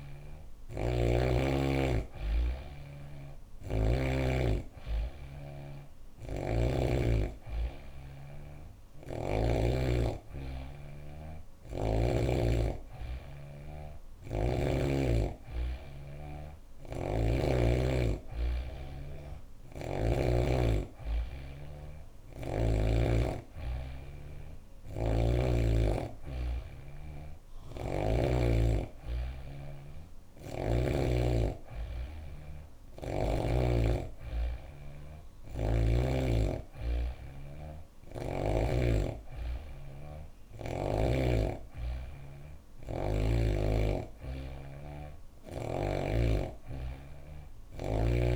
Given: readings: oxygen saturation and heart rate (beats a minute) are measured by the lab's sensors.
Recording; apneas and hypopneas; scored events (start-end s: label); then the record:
breathing in sleep by a room microphone; none
none scored
From the record:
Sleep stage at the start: N3 (deep sleep); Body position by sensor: on the back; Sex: female